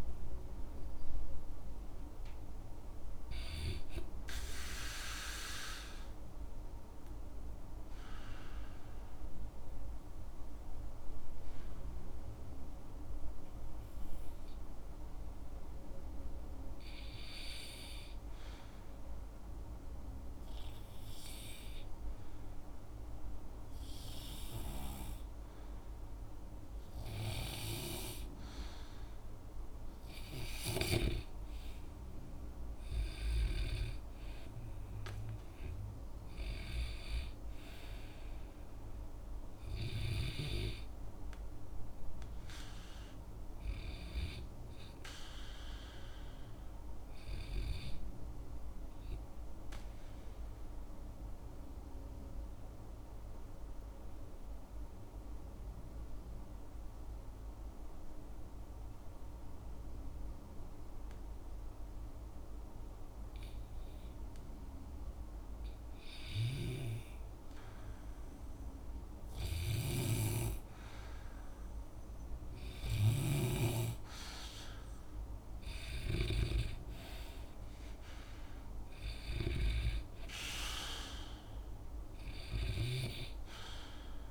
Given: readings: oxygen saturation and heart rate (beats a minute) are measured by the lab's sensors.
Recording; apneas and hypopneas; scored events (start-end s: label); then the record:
breathing in sleep by a room microphone; 2
0.00-21.50 s: oxygen desaturation (device-marked, oxygen 89% lowest, heart rate 58 extreme)
4.50-29.00 s: obstructive apnea (oxygen 98% before, 89% lowest, heart rate 67 before, 58 extreme, up 10 after)
32.50-36.50 s: arousal
48.50-65.50 s: obstructive apnea (oxygen 97% before, 91% lowest, heart rate 66 before, 60 extreme, up 3 after)
68.00-71.50 s: arousal
68.50-84.31 s: oxygen desaturation (device-marked, oxygen 96% before, 91% lowest, heart rate 62 before, 58 extreme)
69.50-73.50 s: snoring (device-marked)
From the record:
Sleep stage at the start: N2 (light sleep); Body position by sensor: on the back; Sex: male